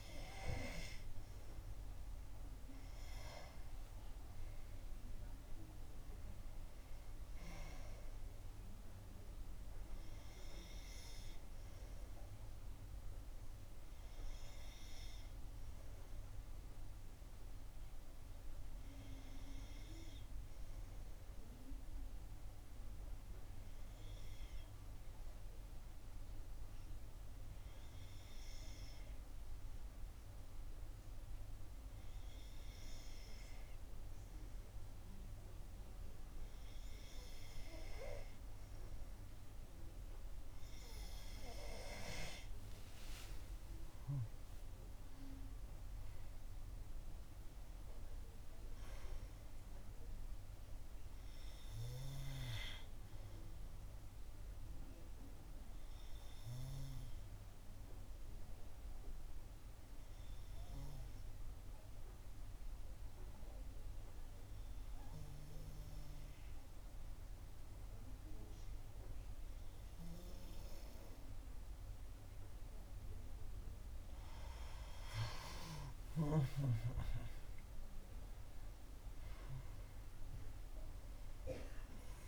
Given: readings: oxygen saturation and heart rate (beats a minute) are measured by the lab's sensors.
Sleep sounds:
breathing in sleep by a room microphone; 2
0.00-1.50 s: arousal
4.50-6.50 s: long interval between heartbeats (device-marked, heart rate 60 before, 72 extreme)
8.00-10.00 s: long interval between heartbeats (device-marked, heart rate 62 before, 82 extreme)
13.00-15.00 s: long interval between heartbeats (device-marked, heart rate 67 before, 69 extreme)
21.00-34.00 s: hypopnea (oxygen 96% before, 91% lowest, heart rate 70 before, 55 extreme, up 5 after)
24.50-35.50 s: oxygen desaturation (device-marked, oxygen 94% before, 91% lowest, heart rate 69 before, 55 extreme)
39.50-44.50 s: arousal
62.00-74.00 s: obstructive apnea (oxygen 95% before, 90% lowest, heart rate 63 before, 56 extreme, up 11 after)
75.50-79.50 s: arousal
From the record:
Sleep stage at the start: N2 (light sleep); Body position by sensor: on the back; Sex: female

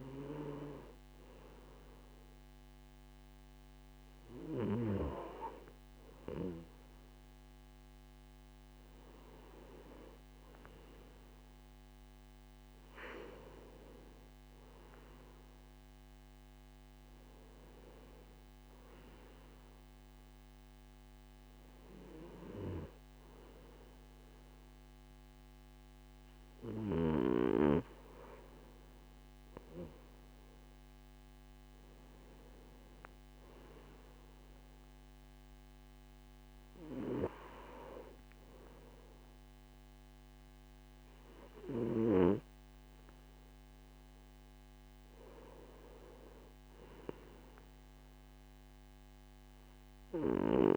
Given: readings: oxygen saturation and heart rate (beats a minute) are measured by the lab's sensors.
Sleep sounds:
breathing in sleep by a microphone on the trachea; none
none scored
From the record:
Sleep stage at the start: N2 (light sleep); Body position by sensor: on the right side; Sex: male

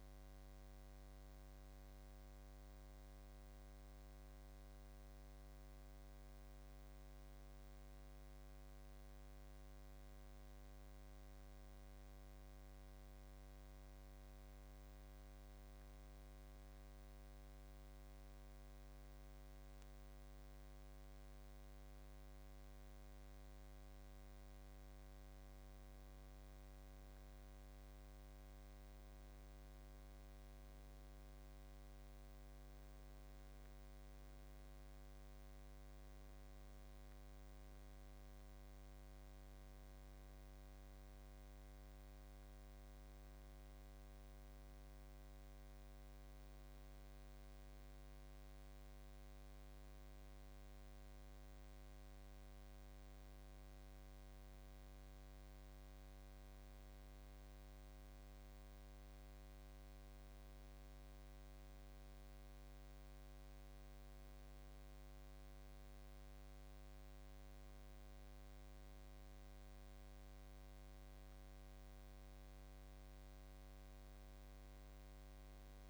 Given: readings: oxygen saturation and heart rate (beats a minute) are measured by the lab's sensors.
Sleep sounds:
breathing in sleep, hard to hear, by a microphone on the trachea; none
33.00-45.00 s: oxygen desaturation (device-marked, oxygen 94% before, 91% lowest, heart rate 82 before, 85 extreme)
44.00-75.90 s: new sleep stage, N2 (light sleep)
64.50-69.00 s: arousal
From the record:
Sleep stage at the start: N1 (lightest sleep); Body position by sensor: on the back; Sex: male

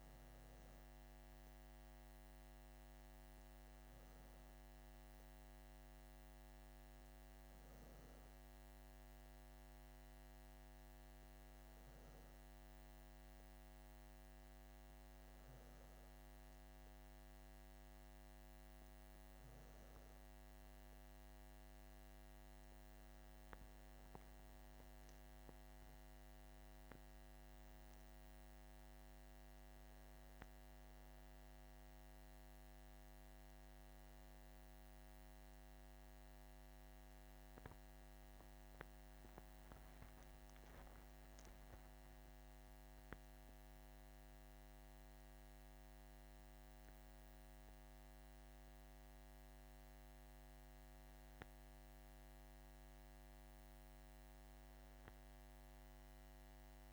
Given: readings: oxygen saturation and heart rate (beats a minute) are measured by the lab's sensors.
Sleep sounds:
breathing in sleep, hard to hear, by a microphone on the trachea; none
none scored
From the record:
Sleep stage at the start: N2 (light sleep); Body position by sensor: on the back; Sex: male

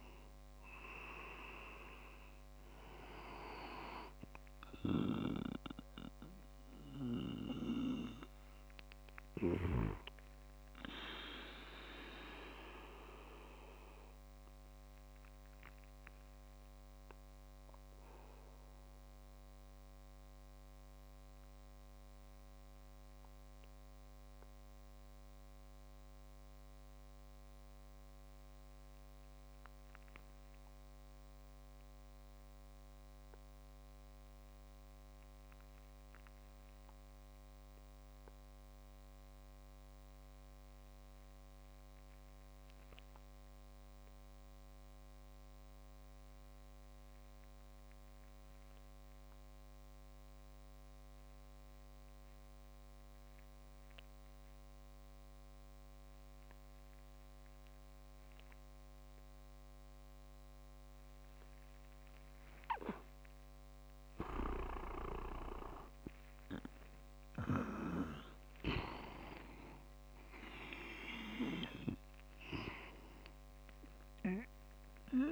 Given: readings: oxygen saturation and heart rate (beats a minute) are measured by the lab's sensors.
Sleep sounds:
breathing in sleep by a microphone on the trachea; 1
0.50-8.50 s: oxygen desaturation (device-marked, oxygen 95% before, 92% lowest)
10.00-61.00 s: obstructive apnea (oxygen 95% before, 86% lowest)
44.50-64.50 s: oxygen desaturation (device-marked, oxygen 99% before, 93% lowest)
67.00-70.50 s: arousal
67.50-71.50 s: leg movement (device-marked)
70.50-75.32 s: oxygen desaturation (device-marked, oxygen 94% before, 90% lowest)
From the record:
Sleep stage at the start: N2 (light sleep); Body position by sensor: on the back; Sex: male

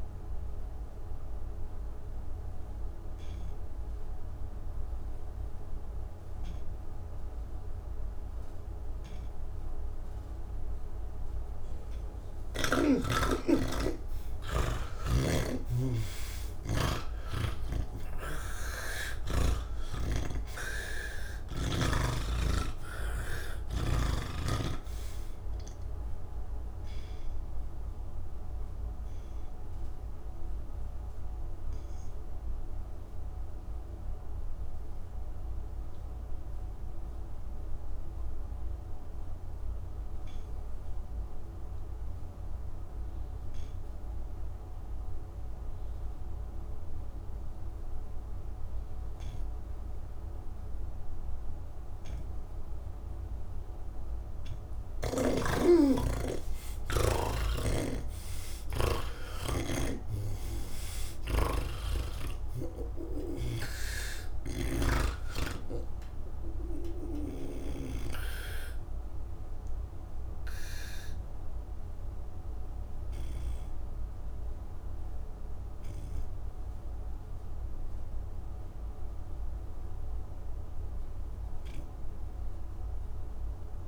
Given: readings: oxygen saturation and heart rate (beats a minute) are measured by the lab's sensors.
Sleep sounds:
breathing in sleep by a room microphone; none
0.00-4.00 s: oxygen desaturation (device-marked, oxygen 81% lowest, heart rate 70 extreme)
15.00-42.00 s: oxygen desaturation (device-marked, oxygen 98% before, 82% lowest, heart rate 73 before, 54 extreme)
52.00-83.87 s: oxygen desaturation (device-marked, oxygen 98% before, 81% lowest, heart rate 72 before, 42 extreme)
57.00-61.00 s: snoring (device-marked)
63.00-67.00 s: snoring (device-marked)
From the record:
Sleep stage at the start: N2 (light sleep); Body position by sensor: on the back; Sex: male

